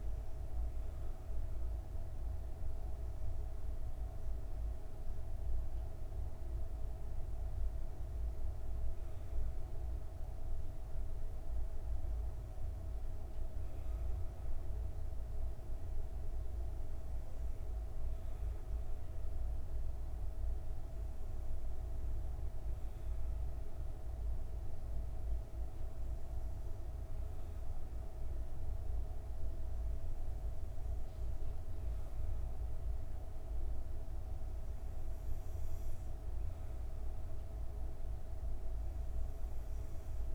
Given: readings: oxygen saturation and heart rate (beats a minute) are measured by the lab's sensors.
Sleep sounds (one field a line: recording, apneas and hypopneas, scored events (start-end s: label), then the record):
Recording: breathing in sleep, hard to hear, by a room microphone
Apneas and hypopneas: none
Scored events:
none scored
From the record:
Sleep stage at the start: N2 (light sleep)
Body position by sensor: on the back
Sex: female